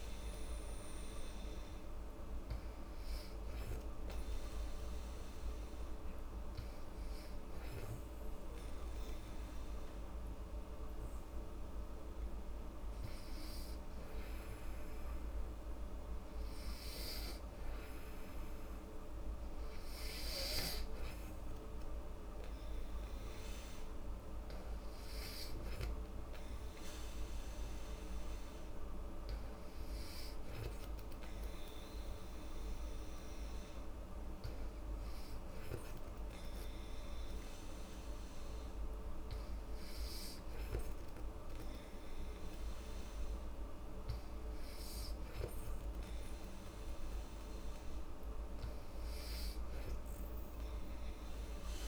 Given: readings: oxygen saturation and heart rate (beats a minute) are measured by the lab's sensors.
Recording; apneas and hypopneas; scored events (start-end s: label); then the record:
breathing in sleep, hard to hear, by a room microphone; 1
5.00-19.00 s: hypopnea (oxygen 95% before, 91% lowest, heart rate 73 before, 70 extreme, up 2 after)
21.00-24.50 s: arousal
29.00-37.00 s: oxygen desaturation (device-marked, oxygen 95% before, 91% lowest, heart rate 72 before, 70 extreme)
From the record:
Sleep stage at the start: N2 (light sleep); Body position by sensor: on the back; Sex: female